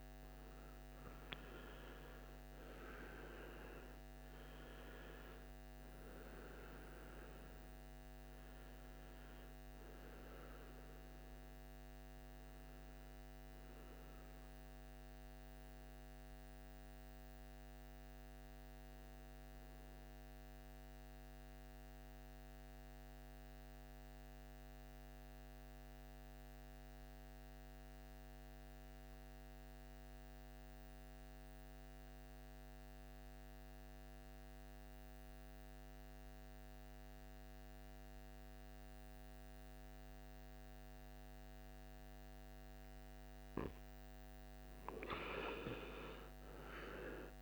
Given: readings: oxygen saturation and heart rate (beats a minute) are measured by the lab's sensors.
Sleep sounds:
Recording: breathing in sleep by a microphone on the trachea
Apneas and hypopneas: 1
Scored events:
0.00-1.50 s: arousal
1.00-24.00 s: oxygen desaturation (device-marked, oxygen 98% before, 92% lowest, heart rate 56 before, 55 extreme)
17.50-40.00 s: mixed apnea (oxygen 98% before, 88% lowest, heart rate 66 before, 56 extreme, up 10 after)
39.00-47.42 s: oxygen desaturation (device-marked, oxygen 98% before, 88% lowest, heart rate 58 before, 54 extreme)
45.50-47.42 s: arousal
From the record:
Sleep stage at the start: N2 (light sleep)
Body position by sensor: on the right side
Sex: male

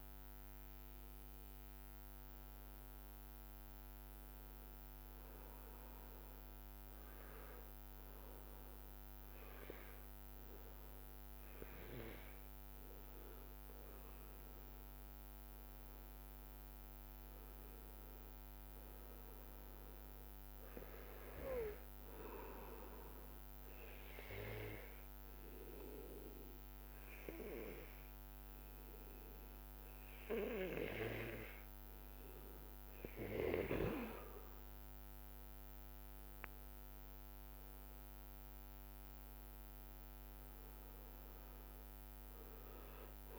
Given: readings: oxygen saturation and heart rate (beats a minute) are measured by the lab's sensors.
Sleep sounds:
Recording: breathing in sleep by a microphone on the trachea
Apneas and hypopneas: 2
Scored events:
5.00-15.00 s: hypopnea (oxygen 97% before, 93% lowest, heart rate 68 before, 61 extreme, up 1 after)
17.00-20.00 s: arousal
24.00-34.50 s: obstructive apnea (oxygen 98% before, 93% lowest, heart rate 65 before, 62 extreme, up 5 after)
36.50-40.00 s: arousal
41.50-43.38 s: oxygen desaturation (device-marked, oxygen 97% before, 93% lowest, heart rate 64 before, 59 extreme)
From the record:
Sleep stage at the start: N2 (light sleep)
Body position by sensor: on the back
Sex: male

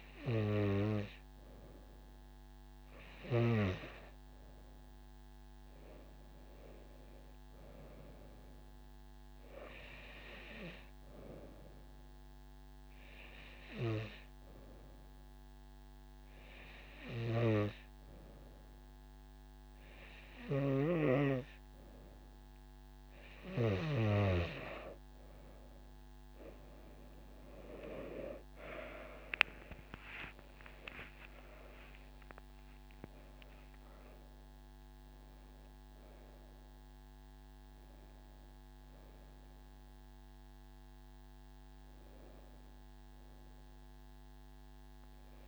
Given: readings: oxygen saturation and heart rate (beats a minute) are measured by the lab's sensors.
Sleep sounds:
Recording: breathing in sleep by a microphone on the trachea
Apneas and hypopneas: 1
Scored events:
12.00-24.00 s: hypopnea (oxygen 97% before, 93% lowest)
27.00-45.48 s: tachycardia (device-marked)
28.50-32.50 s: arousal
From the record:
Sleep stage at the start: N2 (light sleep)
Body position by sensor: on the right side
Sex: female

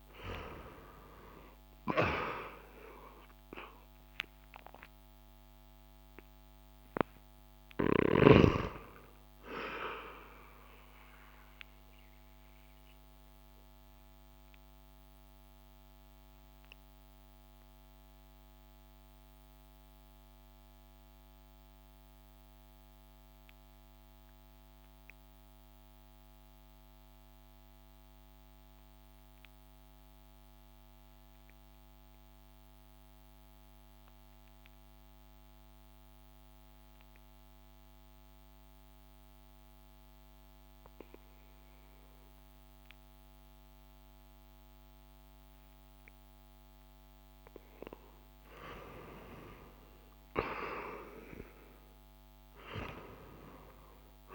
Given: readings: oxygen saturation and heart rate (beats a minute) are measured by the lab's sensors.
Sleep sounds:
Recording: breathing in sleep by a microphone on the trachea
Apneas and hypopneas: 1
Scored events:
0.00-28.50 s: oxygen desaturation (device-marked, oxygen 89% lowest)
13.00-49.50 s: mixed apnea (oxygen 96% before, 89% lowest)
44.50-54.35 s: oxygen desaturation (device-marked, oxygen 97% before, 89% lowest)
51.50-54.35 s: arousal
From the record:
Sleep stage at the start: N2 (light sleep)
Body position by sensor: on the back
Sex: male

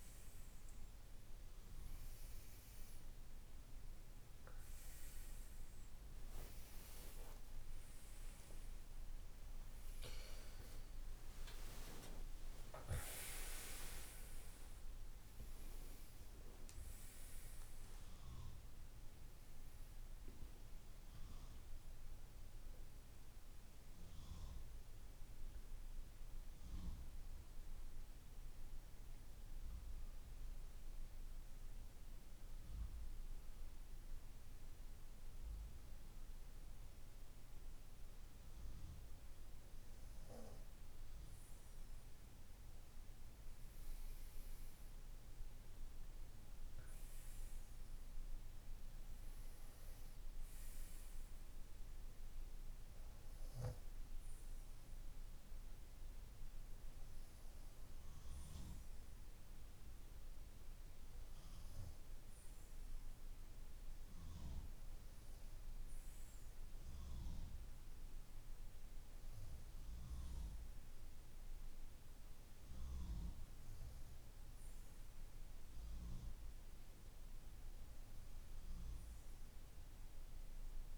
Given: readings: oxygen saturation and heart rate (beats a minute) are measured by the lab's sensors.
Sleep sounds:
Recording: breathing in sleep, hard to hear, by a room microphone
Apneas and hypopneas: 1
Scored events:
6.50-10.50 s: tachycardia (device-marked, heart rate 60 before, 101 extreme)
7.00-12.00 s: arousal
8.00-10.00 s: long interval between heartbeats (device-marked, heart rate 58 before, 90 extreme)
10.00-12.00 s: long interval between heartbeats (device-marked, heart rate 61 before, 101 extreme)
19.50-21.50 s: long interval between heartbeats (device-marked, heart rate 76 before, 79 extreme)
22.00-40.00 s: mixed apnea (oxygen 96% before, 92% lowest, heart rate 78 before, 53 extreme, up 16 after)
42.00-46.50 s: arousal
43.50-45.50 s: long interval between heartbeats (device-marked, heart rate 60 before, 67 extreme)
63.50-80.50 s: oxygen desaturation (device-marked, oxygen 96% before, 92% lowest, heart rate 60 before, 54 extreme)
From the record:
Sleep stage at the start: N2 (light sleep)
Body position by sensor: on the right side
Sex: male

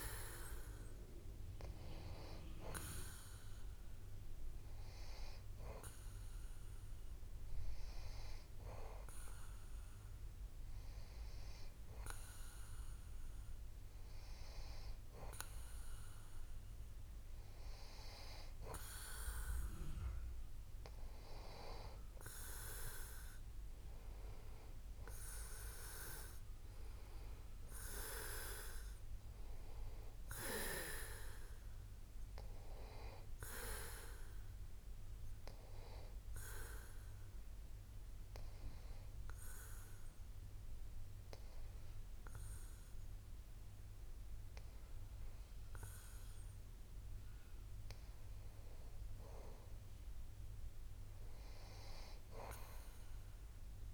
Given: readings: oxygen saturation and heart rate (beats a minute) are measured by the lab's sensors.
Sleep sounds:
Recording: breathing in sleep by a room microphone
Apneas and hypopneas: 2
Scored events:
6.00-17.00 s: hypopnea (oxygen 94% before, 91% lowest)
24.50-28.50 s: arousal
37.00-49.50 s: obstructive apnea (oxygen 93% before, 91% lowest)
52.50-53.94 s: arousal
From the record:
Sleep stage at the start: N2 (light sleep)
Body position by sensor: on the back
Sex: male

